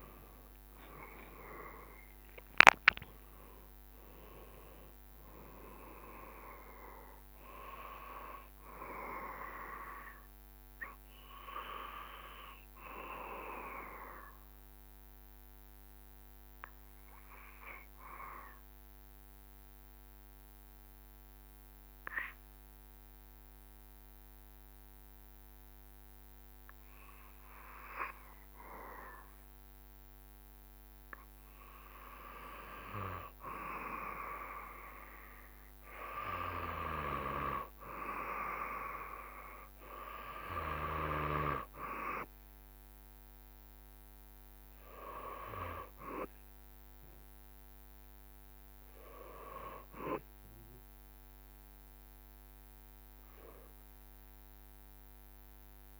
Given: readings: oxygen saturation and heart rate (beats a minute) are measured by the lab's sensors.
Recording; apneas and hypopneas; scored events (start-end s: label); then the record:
breathing in sleep by a microphone on the trachea; 1
0.50-5.00 s: arousal
12.00-32.00 s: obstructive apnea (oxygen 96% before, 93% lowest, heart rate 71 before, 66 extreme, up 0 after)
35.00-37.50 s: arousal
35.00-52.00 s: oxygen desaturation (device-marked, oxygen 97% before, 93% lowest, heart rate 67 before, 65 extreme)
48.00-56.00 s: drop in pulse transit time (device-marked, heart rate 67 before, 65 extreme)
51.50-53.50 s: long interval between heartbeats (device-marked, heart rate 67 before, 71 extreme)
From the record:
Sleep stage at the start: N2 (light sleep); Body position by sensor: on the back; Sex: male